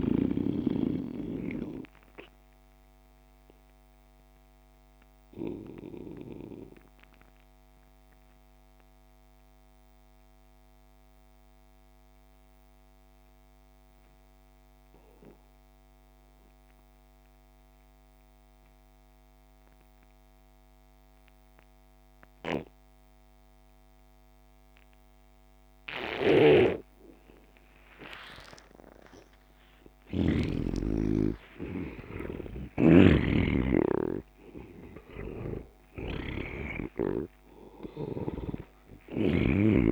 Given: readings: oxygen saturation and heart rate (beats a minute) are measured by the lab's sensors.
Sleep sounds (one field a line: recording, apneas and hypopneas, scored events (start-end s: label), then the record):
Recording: breathing in sleep by a microphone on the trachea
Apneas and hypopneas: 1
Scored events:
0.00-16.50 s: oxygen desaturation (device-marked, oxygen 85% lowest)
1.50-28.50 s: obstructive apnea (oxygen 99% before, 81% lowest)
26.50-31.00 s: snoring (device-marked)
29.50-34.00 s: arousal
29.50-39.92 s: oxygen desaturation (device-marked, oxygen 99% before, 83% lowest)
33.00-39.92 s: snoring (device-marked)
From the record:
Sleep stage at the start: N2 (light sleep)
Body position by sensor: on the back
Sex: male